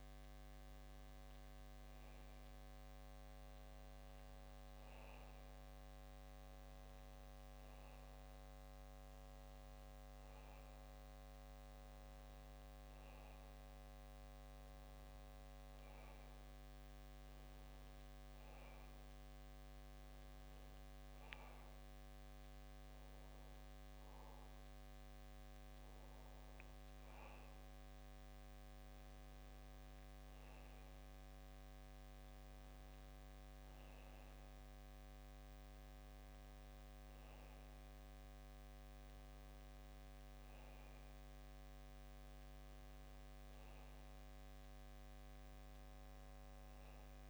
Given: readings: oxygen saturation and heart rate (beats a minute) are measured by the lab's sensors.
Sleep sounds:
breathing in sleep, hard to hear, by a microphone on the trachea; none
none scored
From the record:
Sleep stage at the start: N2 (light sleep); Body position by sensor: on the back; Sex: male

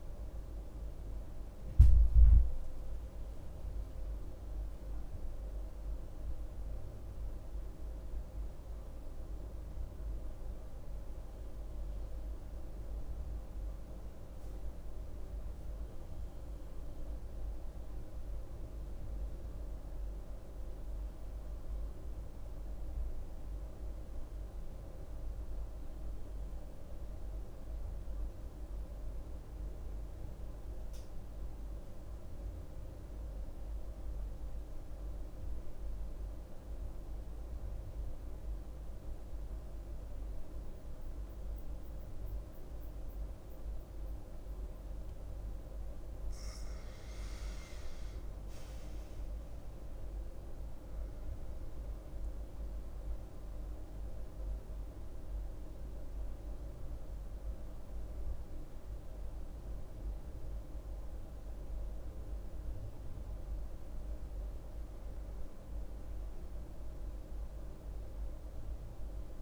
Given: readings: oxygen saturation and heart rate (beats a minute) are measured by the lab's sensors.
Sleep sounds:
breathing in sleep, hard to hear, by a room microphone; 1
16.50-44.50 s: mixed apnea (oxygen 98% before, 92% lowest, heart rate 74 before, 64 extreme, up 5 after)
40.00-69.00 s: oxygen desaturation (device-marked, oxygen 98% before, 92% lowest, heart rate 66 before, 64 extreme)
46.50-51.00 s: arousal
From the record:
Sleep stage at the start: N2 (light sleep); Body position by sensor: on the right side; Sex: female

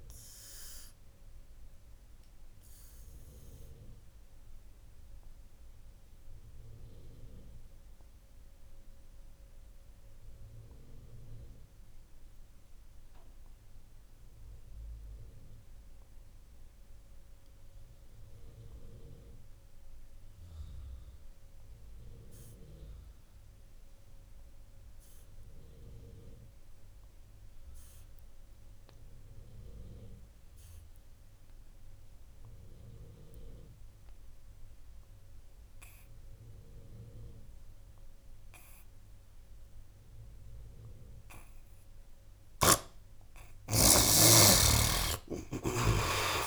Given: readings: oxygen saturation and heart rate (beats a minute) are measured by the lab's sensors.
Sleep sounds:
breathing in sleep by a room microphone; 1
0.00-17.50 s: oxygen desaturation (device-marked, oxygen 64% lowest, heart rate 72 extreme)
0.50-42.00 s: obstructive apnea (oxygen 94% before, 55% lowest, heart rate 81 before, 72 extreme, up 12 after)
27.50-46.47 s: oxygen desaturation (device-marked, oxygen 96% before, 55% lowest, heart rate 74 before, 68 extreme)
45.00-46.47 s: arousal
From the record:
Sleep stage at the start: N2 (light sleep); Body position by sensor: on the right side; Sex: male

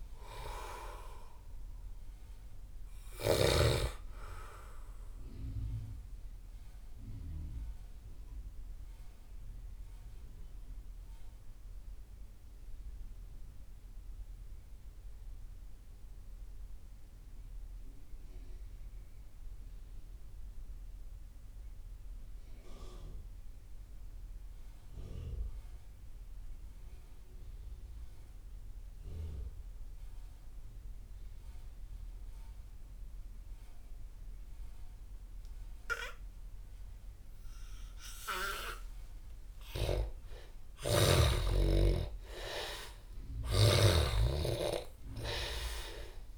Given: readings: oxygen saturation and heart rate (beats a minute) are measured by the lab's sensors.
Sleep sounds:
breathing in sleep by a room microphone; 1
0.00-3.00 s: snoring (device-marked)
0.00-15.50 s: oxygen desaturation (device-marked, oxygen 72% lowest)
6.00-36.50 s: mixed apnea (oxygen 97% before, 72% lowest)
31.50-46.38 s: oxygen desaturation (device-marked, oxygen 98% before, 74% lowest)
39.50-44.00 s: arousal
43.00-46.38 s: snoring (device-marked)
From the record:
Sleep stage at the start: N2 (light sleep); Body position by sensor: on the back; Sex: male

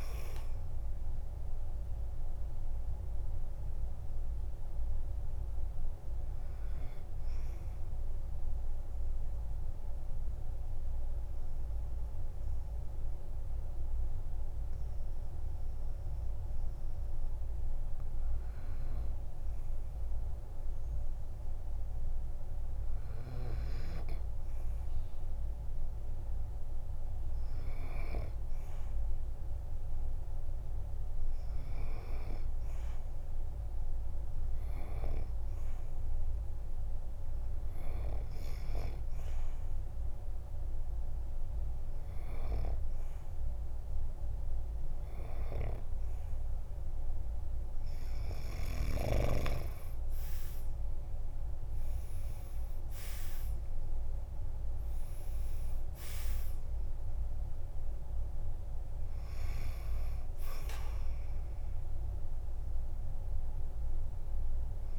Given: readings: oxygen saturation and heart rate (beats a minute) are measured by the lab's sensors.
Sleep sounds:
breathing in sleep by a room microphone; 1
0.00-20.00 s: oxygen desaturation (device-marked, oxygen 91% lowest, heart rate 47 extreme)
8.00-46.50 s: mixed apnea (oxygen 99% before, 91% lowest, heart rate 54 before, 47 extreme, up 7 after)
39.00-64.99 s: oxygen desaturation (device-marked, oxygen 98% before, 91% lowest, heart rate 54 before, 47 extreme)
52.00-56.50 s: arousal
From the record:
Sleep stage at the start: N2 (light sleep); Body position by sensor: on the back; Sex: male

